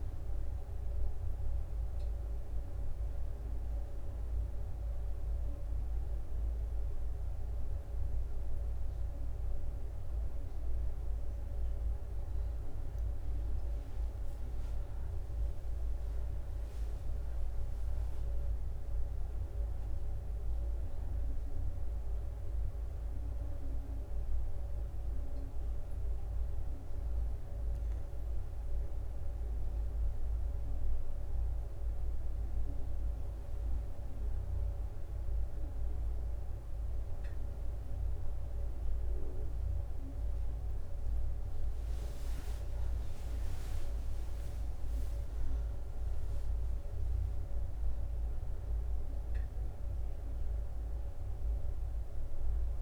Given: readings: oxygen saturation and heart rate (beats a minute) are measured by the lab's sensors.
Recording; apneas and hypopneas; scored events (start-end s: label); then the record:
a person partly awake in a sleep study, hard to hear, by a room microphone; none
19.50-52.82 s: new sleep stage, N1 (lightest sleep)
From the record:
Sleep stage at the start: awake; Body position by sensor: on the back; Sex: male